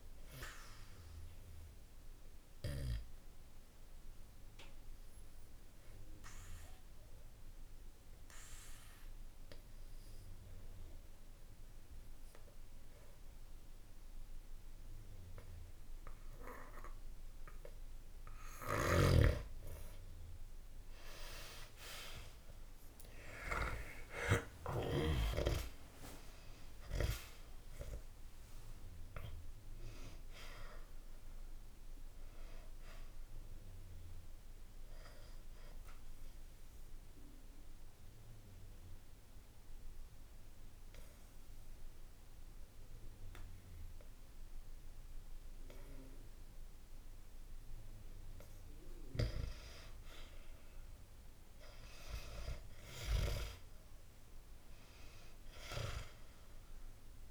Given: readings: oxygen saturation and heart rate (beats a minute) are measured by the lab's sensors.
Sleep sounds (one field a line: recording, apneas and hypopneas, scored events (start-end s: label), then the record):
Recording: breathing in sleep by a room microphone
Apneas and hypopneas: 2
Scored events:
0.00-12.50 s: oxygen desaturation (device-marked, oxygen 92% lowest, heart rate 64 extreme)
1.00-18.50 s: obstructive apnea (oxygen 97% before, 92% lowest, heart rate 66 before, 65 extreme)
21.00-26.00 s: arousal
32.50-46.50 s: oxygen desaturation (device-marked, oxygen 98% before, 93% lowest, heart rate 67 before, 63 extreme)
34.50-57.31 s: new sleep stage, N2 (light sleep)
35.00-48.00 s: obstructive apnea (oxygen 98% before, 91% lowest, heart rate 67 before, 63 extreme, up 0 after)
50.50-54.50 s: arousal
From the record:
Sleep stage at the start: REM sleep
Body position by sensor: on the back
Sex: male